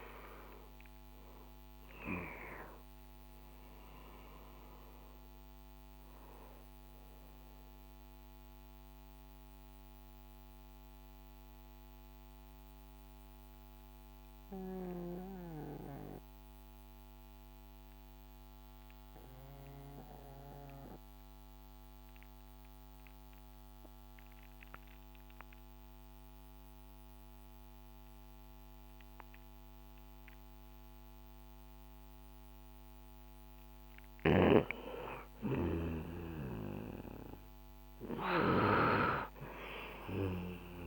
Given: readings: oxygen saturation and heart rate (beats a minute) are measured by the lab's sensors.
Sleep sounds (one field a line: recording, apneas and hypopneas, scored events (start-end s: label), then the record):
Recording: breathing in sleep by a microphone on the trachea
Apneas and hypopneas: 1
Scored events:
0.00-26.50 s: oxygen desaturation (device-marked, oxygen 83% lowest, heart rate 59 extreme)
9.00-33.50 s: mixed apnea (oxygen 96% before, 83% lowest, heart rate 71 before, 60 extreme, up 2 after)
35.50-40.00 s: arousal
From the record:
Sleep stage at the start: REM sleep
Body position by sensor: on the back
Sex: male